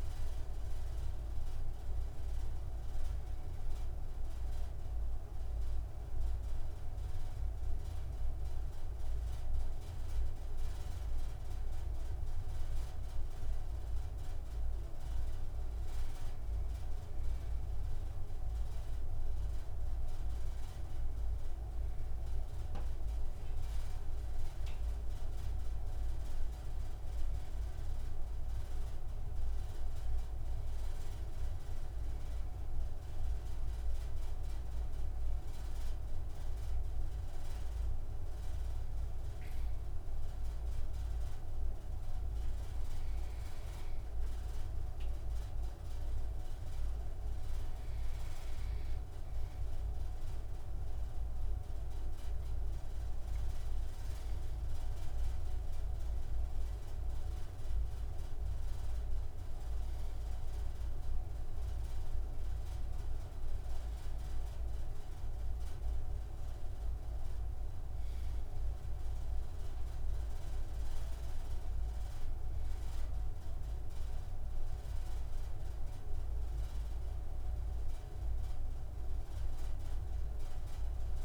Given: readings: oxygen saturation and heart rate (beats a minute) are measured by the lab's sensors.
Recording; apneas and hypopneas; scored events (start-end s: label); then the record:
breathing in sleep, hard to hear, by a room microphone; 1
30.50-35.00 s: arousal
37.00-51.00 s: obstructive apnea (oxygen 97% before, 95% lowest)
54.50-58.00 s: arousal
From the record:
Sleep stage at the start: N2 (light sleep); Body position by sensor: on the right side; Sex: male